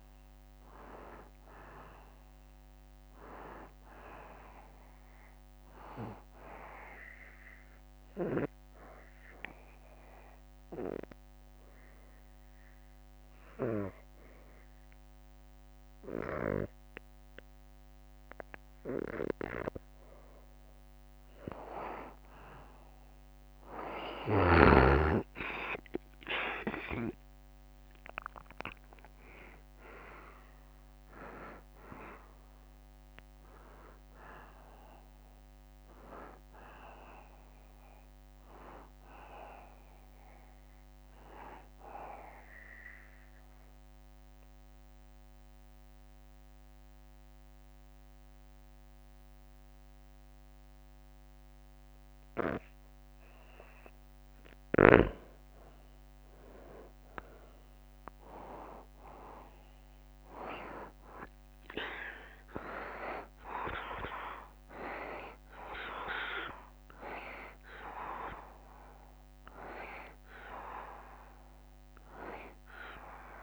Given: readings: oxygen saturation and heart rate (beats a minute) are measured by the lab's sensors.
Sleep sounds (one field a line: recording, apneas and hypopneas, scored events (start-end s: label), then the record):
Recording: breathing in sleep by a microphone on the trachea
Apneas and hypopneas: 2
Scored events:
0.00-10.50 s: oxygen desaturation (device-marked, oxygen 90% lowest, heart rate 72 extreme)
8.50-21.00 s: obstructive apnea (oxygen 94% before, 88% lowest, heart rate 74 before, 72 extreme, up 2 after)
27.00-31.00 s: arousal
27.50-57.50 s: oxygen desaturation (device-marked, oxygen 95% before, 89% lowest, heart rate 74 before, 72 extreme)
28.50-42.50 s: drop in pulse transit time (device-marked, heart rate 74 before, 74 extreme)
42.00-54.50 s: obstructive apnea (oxygen 95% before, 88% lowest, heart rate 76 before, 72 extreme, up 2 after)
60.00-65.00 s: arousal
65.50-73.43 s: oxygen desaturation (device-marked, oxygen 95% before, 88% lowest, heart rate 73 before, 70 extreme)
68.50-73.43 s: drop in pulse transit time (device-marked, heart rate 73 before, 75 extreme)
From the record:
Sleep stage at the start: N2 (light sleep)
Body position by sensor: on the right side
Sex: male